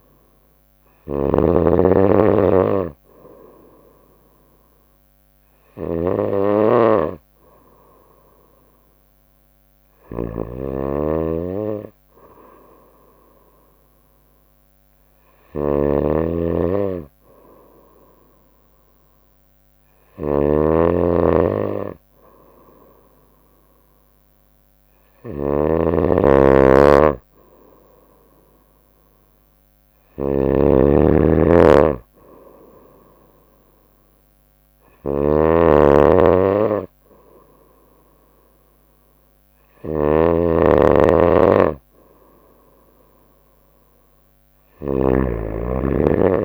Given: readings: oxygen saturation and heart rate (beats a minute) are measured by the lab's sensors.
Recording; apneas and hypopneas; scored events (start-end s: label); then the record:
breathing in sleep by a microphone on the trachea; none
0.00-46.45 s: snoring (device-marked)
From the record:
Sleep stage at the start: N2 (light sleep); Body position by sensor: on the right side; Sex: female